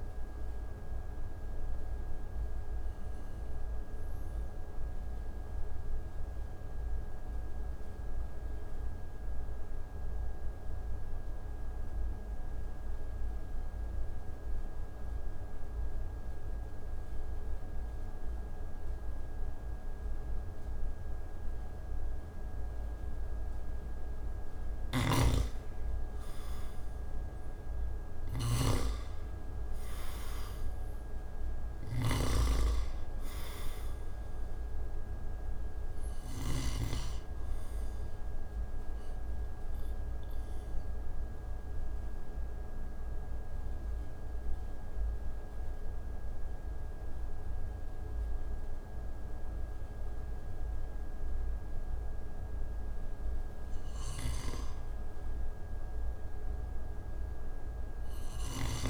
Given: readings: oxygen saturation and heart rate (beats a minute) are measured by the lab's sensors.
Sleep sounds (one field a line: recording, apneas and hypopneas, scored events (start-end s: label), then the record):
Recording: breathing in sleep by a room microphone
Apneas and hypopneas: 2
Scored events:
0.00-13.50 s: oxygen desaturation (device-marked, oxygen 85% lowest)
0.50-24.50 s: obstructive apnea (oxygen 98% before, 85% lowest)
24.00-36.00 s: snoring (device-marked)
25.50-53.50 s: oxygen desaturation (device-marked, oxygen 97% before, 85% lowest)
27.50-32.00 s: arousal
38.00-53.00 s: obstructive apnea (oxygen 97% before, 85% lowest)
56.00-58.90 s: arousal
From the record:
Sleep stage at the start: N2 (light sleep)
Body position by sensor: on the back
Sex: male